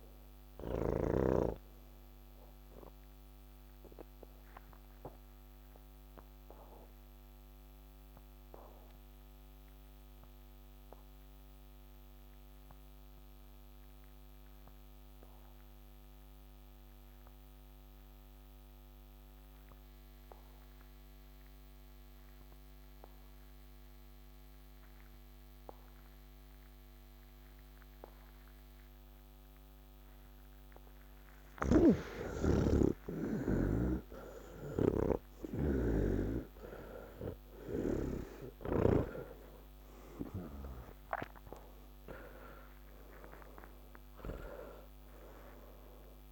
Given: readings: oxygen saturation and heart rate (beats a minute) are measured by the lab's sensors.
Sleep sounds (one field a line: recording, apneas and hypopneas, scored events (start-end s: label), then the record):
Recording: breathing in sleep by a microphone on the trachea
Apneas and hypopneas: 1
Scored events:
0.00-11.50 s: oxygen desaturation (device-marked, oxygen 81% lowest, heart rate 84 extreme)
5.50-32.00 s: obstructive apnea (oxygen 97% before, 79% lowest, heart rate 131 before, 56 extreme, up 46 after)
18.50-46.31 s: oxygen desaturation (device-marked, oxygen 98% before, 79% lowest, heart rate 165 before, 56 extreme)
31.50-39.50 s: snoring (device-marked)
From the record:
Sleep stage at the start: N1 (lightest sleep)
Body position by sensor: on the back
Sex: male